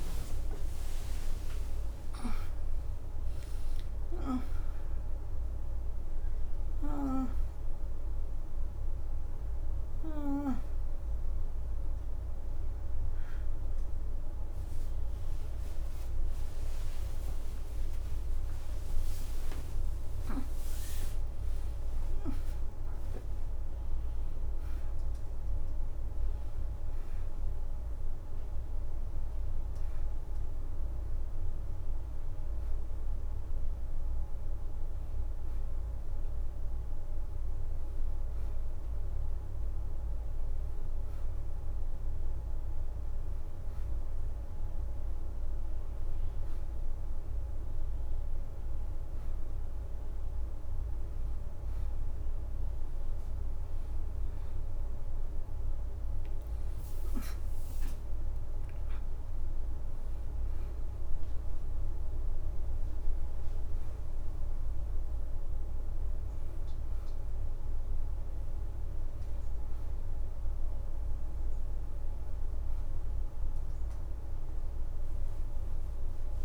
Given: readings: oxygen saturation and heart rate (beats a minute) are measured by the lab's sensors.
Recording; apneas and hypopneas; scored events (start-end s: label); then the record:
a person partly awake in a sleep study, hard to hear, by a room microphone; none
0.00-3.00 s: leg movement (device-marked)
5.50-6.50 s: leg movement (device-marked)
9.00-10.00 s: leg movement (device-marked)
15.00-21.50 s: leg movement (device-marked)
29.00-76.44 s: new sleep stage, N1 (lightest sleep)
34.00-35.00 s: leg movement (device-marked)
35.00-36.00 s: leg movement (device-marked)
42.00-43.00 s: leg movement (device-marked)
47.50-50.00 s: leg movement (device-marked)
55.50-57.00 s: leg movement (device-marked)
59.00-60.50 s: leg movement (device-marked)
62.50-63.50 s: leg movement (device-marked)
64.50-67.00 s: leg movement (device-marked)
68.00-69.50 s: leg movement (device-marked)
70.00-74.50 s: leg movement (device-marked)
From the record:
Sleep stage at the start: awake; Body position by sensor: on the right side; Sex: female